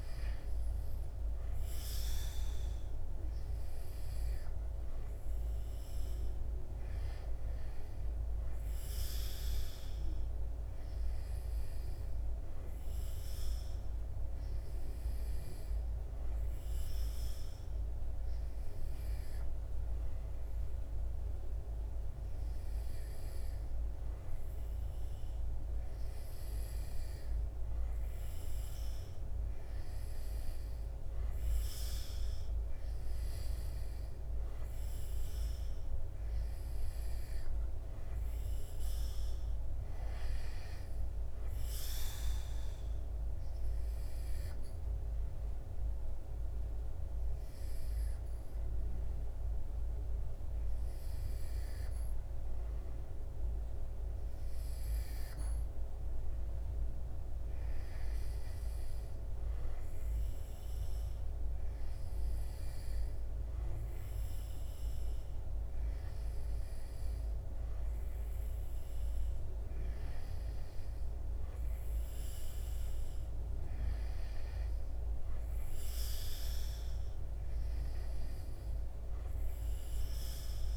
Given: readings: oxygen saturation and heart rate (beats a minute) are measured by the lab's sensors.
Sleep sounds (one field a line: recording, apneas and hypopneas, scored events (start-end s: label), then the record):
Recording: breathing in sleep, hard to hear, by a room microphone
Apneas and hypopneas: none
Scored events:
none scored
From the record:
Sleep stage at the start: N2 (light sleep)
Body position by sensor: on the back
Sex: male